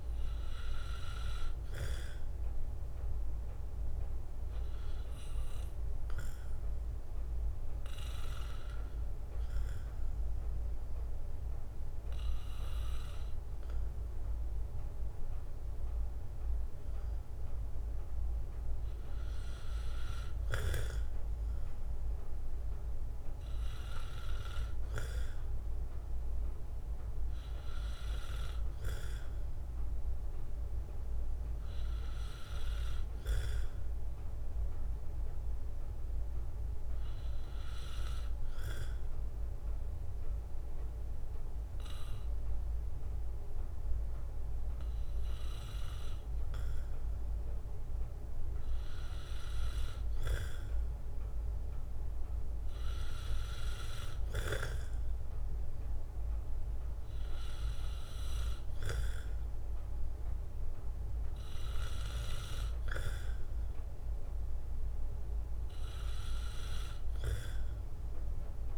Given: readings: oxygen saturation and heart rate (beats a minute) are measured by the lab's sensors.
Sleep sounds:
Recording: breathing in sleep by a room microphone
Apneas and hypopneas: 2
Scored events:
2.50-14.00 s: hypopnea (oxygen 94% before, 92% lowest, heart rate 67 before, 64 extreme, up 3 after)
16.00-19.00 s: arousal
38.00-48.00 s: obstructive apnea (oxygen 95% before, 92% lowest, heart rate 67 before, 65 extreme, up 5 after)
49.50-54.00 s: arousal
From the record:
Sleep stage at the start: N2 (light sleep)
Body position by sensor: on the right side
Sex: male

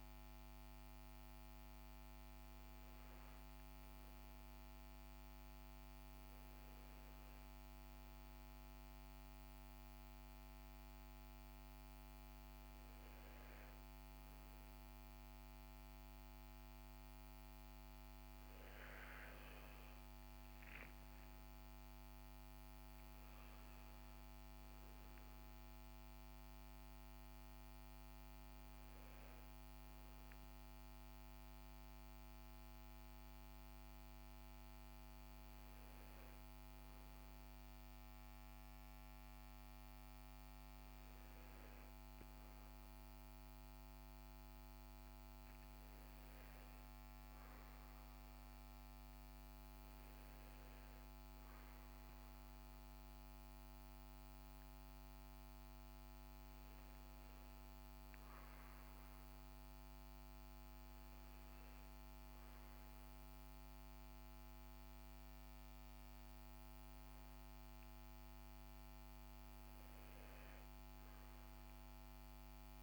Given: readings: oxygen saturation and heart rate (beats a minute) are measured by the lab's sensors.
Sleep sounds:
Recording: breathing in sleep, hard to hear, by a microphone on the trachea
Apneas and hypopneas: none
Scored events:
none scored
From the record:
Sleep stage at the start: N2 (light sleep)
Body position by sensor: on the right side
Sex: male

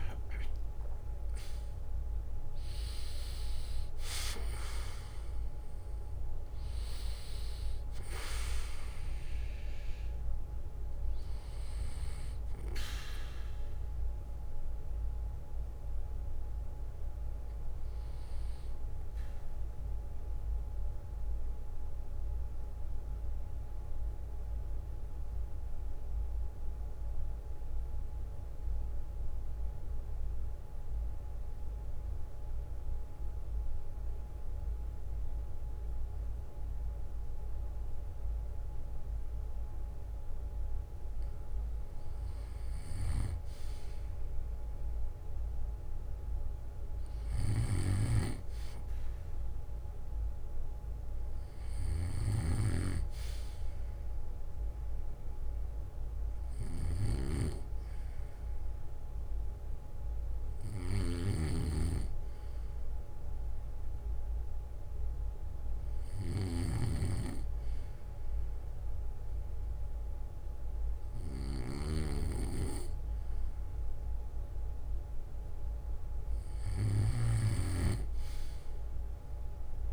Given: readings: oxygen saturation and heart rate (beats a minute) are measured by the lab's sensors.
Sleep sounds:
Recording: breathing in sleep by a room microphone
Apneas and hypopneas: 2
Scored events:
0.00-3.00 s: arousal
0.00-11.50 s: oxygen desaturation (device-marked, oxygen 92% lowest, heart rate 55 extreme)
2.50-9.50 s: bradycardia (device-marked, heart rate 62 before, 55 extreme)
20.00-39.50 s: central apnea (oxygen 95% before, 92% lowest, heart rate 61 before, 56 extreme, up 9 after)
39.50-44.00 s: arousal
42.50-44.50 s: bradycardia (device-marked, heart rate 62 before, 60 extreme)
46.50-48.50 s: bradycardia (device-marked, heart rate 62 before, 59 extreme)
50.50-53.50 s: bradycardia (device-marked, heart rate 62 before, 59 extreme)
58.50-79.93 s: oxygen desaturation (device-marked, oxygen 97% before, 94% lowest, heart rate 62 before, 57 extreme)
61.50-75.00 s: hypopnea (oxygen 98% before, 93% lowest, heart rate 62 before, 57 extreme, up 9 after)
65.50-67.50 s: bradycardia (device-marked, heart rate 62 before, 58 extreme)
77.00-79.93 s: snoring (device-marked)
From the record:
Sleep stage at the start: N2 (light sleep)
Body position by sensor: on the back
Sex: male

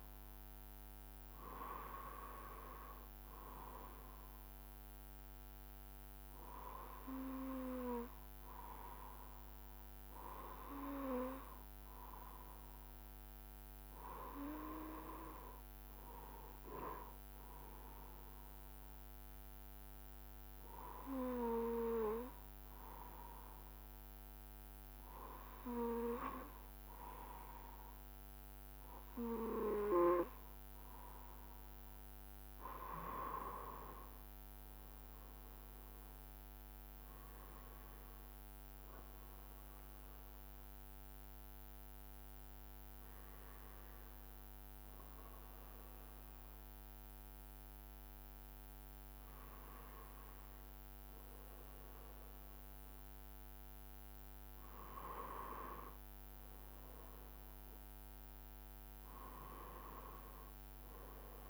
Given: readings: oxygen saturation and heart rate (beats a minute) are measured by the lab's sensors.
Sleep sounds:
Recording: breathing in sleep by a microphone on the trachea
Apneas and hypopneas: 1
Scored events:
2.50-6.00 s: arousal
9.50-11.50 s: long interval between heartbeats (device-marked, heart rate 72 before, 72 extreme)
9.50-24.50 s: hypopnea (oxygen 95% before, 94% lowest, heart rate 72 before, 66 extreme, up 5 after)
34.00-38.50 s: arousal
From the record:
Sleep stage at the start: N2 (light sleep)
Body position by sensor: on the right side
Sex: male

